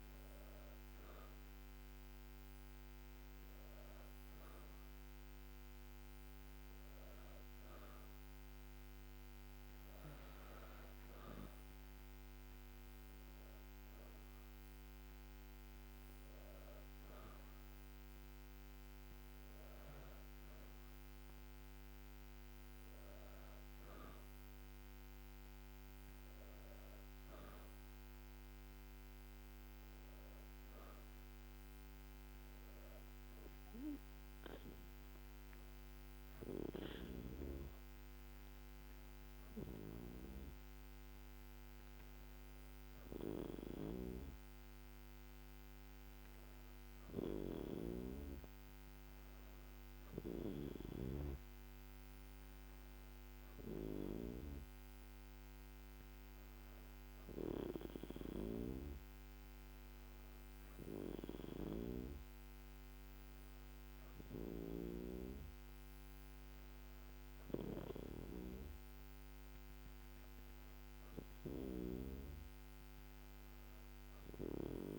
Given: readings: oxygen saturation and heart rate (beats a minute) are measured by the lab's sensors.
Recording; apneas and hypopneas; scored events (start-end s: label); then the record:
breathing in sleep by a microphone on the trachea; none
13.50-17.00 s: arousal
From the record:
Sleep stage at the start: N2 (light sleep); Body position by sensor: on the back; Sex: female